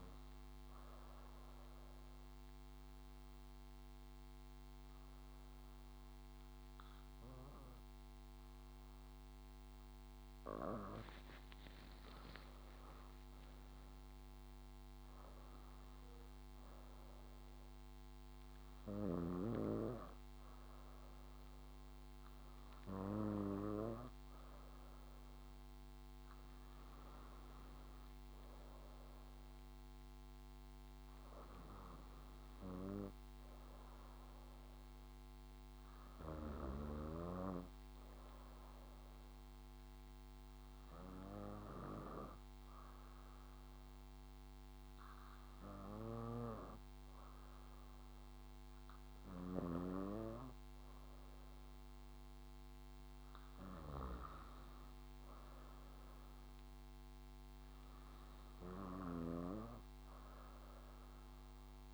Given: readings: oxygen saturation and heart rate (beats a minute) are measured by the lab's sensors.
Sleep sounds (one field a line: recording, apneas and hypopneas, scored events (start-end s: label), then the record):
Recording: breathing in sleep by a microphone on the trachea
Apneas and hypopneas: 2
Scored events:
2.00-12.00 s: obstructive apnea (oxygen 99% before, 95% lowest, heart rate 65 before, 52 extreme, up 15 after)
12.50-17.00 s: arousal
39.50-52.00 s: obstructive apnea (oxygen 98% before, 95% lowest, heart rate 62 before, 60 extreme, up 2 after)
49.50-59.50 s: snoring (device-marked)
54.00-57.50 s: arousal
From the record:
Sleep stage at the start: N2 (light sleep)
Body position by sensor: on the back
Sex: female